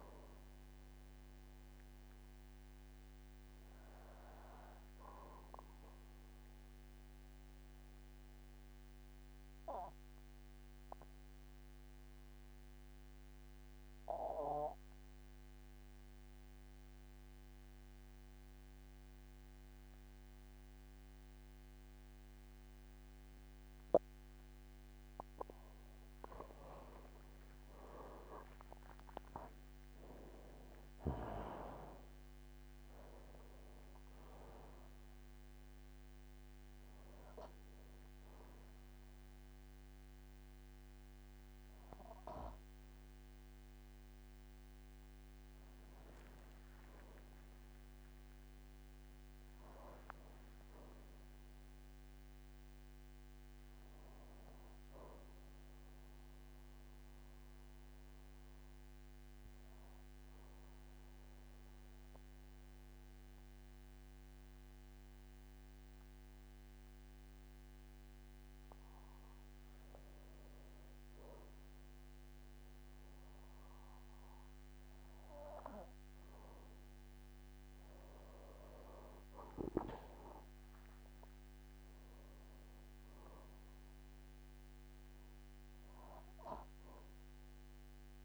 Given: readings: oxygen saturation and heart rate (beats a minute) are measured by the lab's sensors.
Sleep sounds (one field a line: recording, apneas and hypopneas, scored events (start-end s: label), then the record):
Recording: breathing in sleep by a microphone on the trachea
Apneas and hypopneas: 2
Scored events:
0.00-12.00 s: oxygen desaturation (device-marked, oxygen 94% lowest, heart rate 49 extreme)
5.50-25.00 s: obstructive apnea (oxygen 99% before, 91% lowest, heart rate 73 before, 49 extreme)
26.00-31.00 s: tachycardia (device-marked, heart rate 67 before, 130 extreme)
26.50-30.50 s: arousal
27.50-29.50 s: long interval between heartbeats (device-marked, heart rate 51 before, 77 extreme)
29.00-54.00 s: oxygen desaturation (device-marked, oxygen 98% before, 91% lowest, heart rate 54 before, 46 extreme)
29.50-31.50 s: long interval between heartbeats (device-marked, heart rate 54 before, 115 extreme)
50.00-52.00 s: long interval between heartbeats (device-marked, heart rate 72 before, 94 extreme)
52.50-55.00 s: arousal
56.50-67.50 s: central apnea (oxygen 98% before, 94% lowest, heart rate 66 before, 46 extreme, up 8 after)
68.50-72.00 s: arousal
From the record:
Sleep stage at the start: N2 (light sleep)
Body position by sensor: on the back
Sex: male